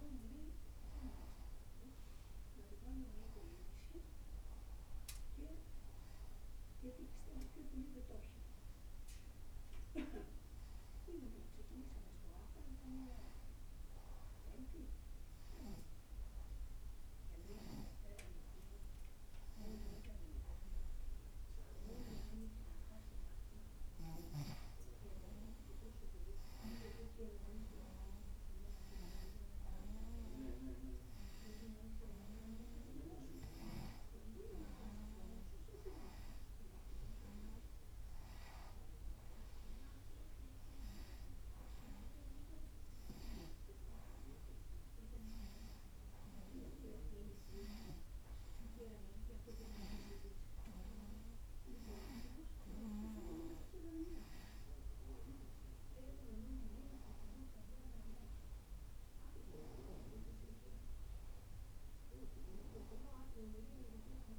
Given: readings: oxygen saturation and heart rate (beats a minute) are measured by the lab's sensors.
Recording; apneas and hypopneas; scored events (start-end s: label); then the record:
breathing in sleep by a room microphone; none
17.50-64.39 s: new sleep stage, N2 (light sleep)
From the record:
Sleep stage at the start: N1 (lightest sleep); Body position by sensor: on the right side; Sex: female